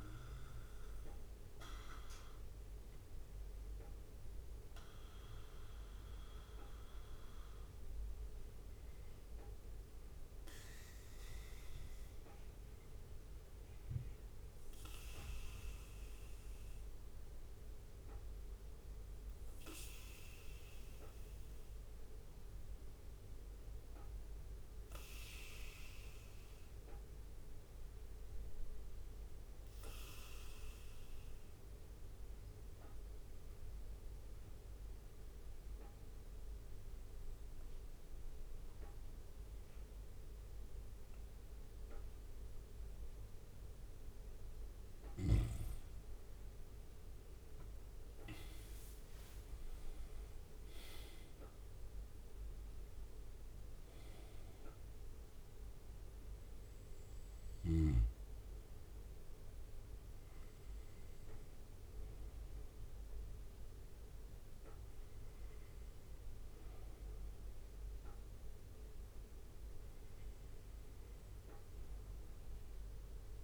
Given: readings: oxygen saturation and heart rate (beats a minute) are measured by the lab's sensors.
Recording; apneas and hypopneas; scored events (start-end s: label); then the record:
breathing in sleep by a room microphone; 1
0.00-13.50 s: bradycardia (device-marked, heart rate 57 extreme)
7.00-42.50 s: obstructive apnea (oxygen 97% before, 95% lowest, heart rate 59 before, 57 extreme, up 5 after)
15.50-32.50 s: bradycardia (device-marked, heart rate 59 before, 57 extreme)
35.50-43.50 s: bradycardia (device-marked, heart rate 59 before, 58 extreme)
45.50-49.00 s: arousal
55.50-73.44 s: bradycardia (device-marked, heart rate 59 before, 57 extreme)
From the record:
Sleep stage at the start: N2 (light sleep); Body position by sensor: on the back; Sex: male